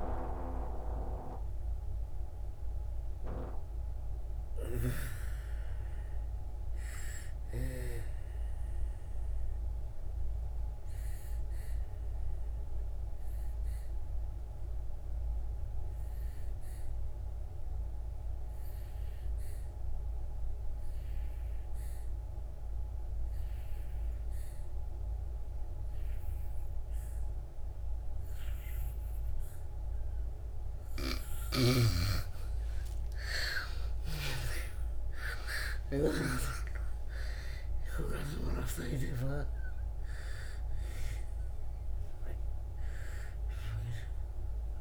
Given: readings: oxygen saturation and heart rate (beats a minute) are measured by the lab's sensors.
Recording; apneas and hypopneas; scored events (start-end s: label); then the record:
breathing in sleep by a room microphone; 1
0.00-18.00 s: oxygen desaturation (device-marked, oxygen 82% lowest, heart rate 39 extreme)
9.50-30.50 s: obstructive apnea (oxygen 98% before, 82% lowest, heart rate 63 before, 62 extreme)
23.00-44.81 s: oxygen desaturation (device-marked, oxygen 99% before, 82% lowest, heart rate 64 before, 62 extreme)
32.00-36.50 s: arousal
From the record:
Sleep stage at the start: N2 (light sleep); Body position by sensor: on the back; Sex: female